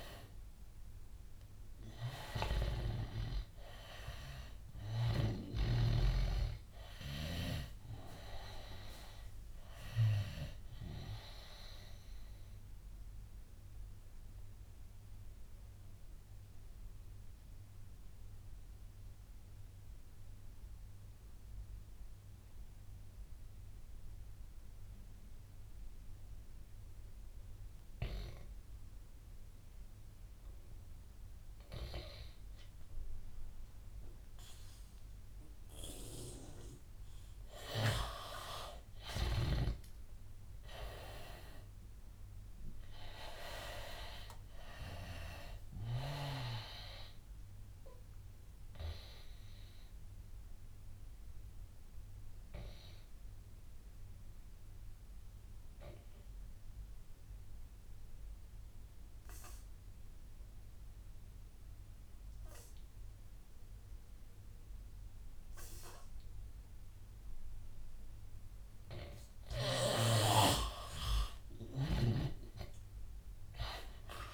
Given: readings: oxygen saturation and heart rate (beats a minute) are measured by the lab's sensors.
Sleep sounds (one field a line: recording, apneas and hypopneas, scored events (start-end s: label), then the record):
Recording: breathing in sleep by a room microphone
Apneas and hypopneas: 2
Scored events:
0.00-1.50 s: arousal
0.00-18.50 s: oxygen desaturation (device-marked, oxygen 86% lowest, heart rate 85 extreme)
11.50-36.50 s: obstructive apnea (oxygen 99% before, 82% lowest, heart rate 91 before, 85 extreme, up 3 after)
30.50-60.50 s: oxygen desaturation (device-marked, oxygen 99% before, 82% lowest, heart rate 89 before, 89 extreme)
37.50-41.50 s: arousal
50.00-68.50 s: obstructive apnea (oxygen 99% before, 82% lowest, heart rate 91 before, 88 extreme, up 2 after)
69.50-74.34 s: oxygen desaturation (device-marked, oxygen 99% before, 84% lowest, heart rate 92 before, 86 extreme)
73.00-74.34 s: arousal
From the record:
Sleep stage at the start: N2 (light sleep)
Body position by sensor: on the right side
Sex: male